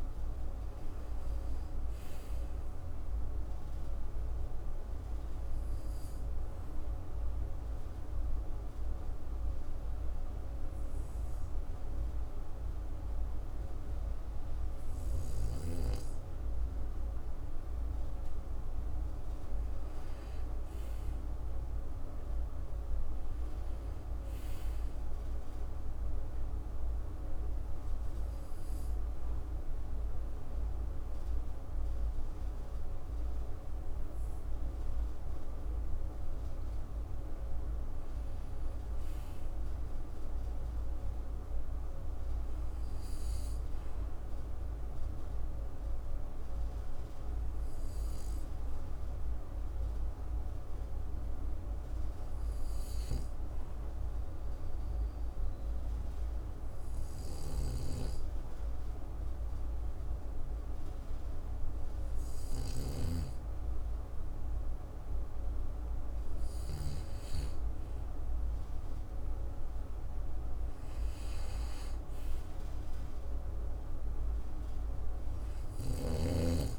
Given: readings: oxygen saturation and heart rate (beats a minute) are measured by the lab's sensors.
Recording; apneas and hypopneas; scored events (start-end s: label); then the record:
breathing in sleep, hard to hear, by a room microphone; 2
0.00-2.50 s: arousal
5.00-16.50 s: obstructive apnea (oxygen 98% before, 95% lowest, heart rate 59 before, 58 extreme, up 3 after)
19.50-23.50 s: arousal
26.00-36.00 s: obstructive apnea (oxygen 98% before, 94% lowest, heart rate 59 before, 60 extreme, up 5 after)
38.50-42.00 s: arousal
57.50-63.00 s: snoring (device-marked)
From the record:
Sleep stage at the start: N2 (light sleep); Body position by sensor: on the back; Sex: male